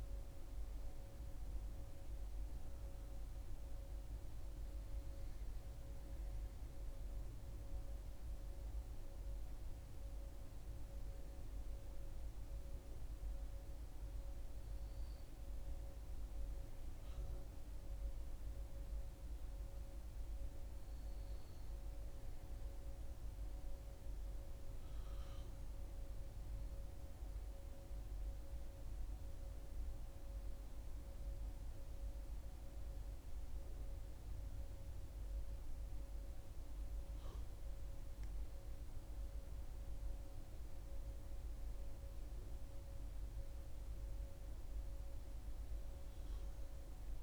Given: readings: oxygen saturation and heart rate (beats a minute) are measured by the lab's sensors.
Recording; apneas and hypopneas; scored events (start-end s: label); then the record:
breathing in sleep, hard to hear, by a room microphone; 1
24.00-36.50 s: hypopnea (oxygen 98% before, 95% lowest, heart rate 65 before, 61 extreme, up 2 after)
39.00-43.00 s: arousal
From the record:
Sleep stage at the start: N2 (light sleep); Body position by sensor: on the back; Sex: female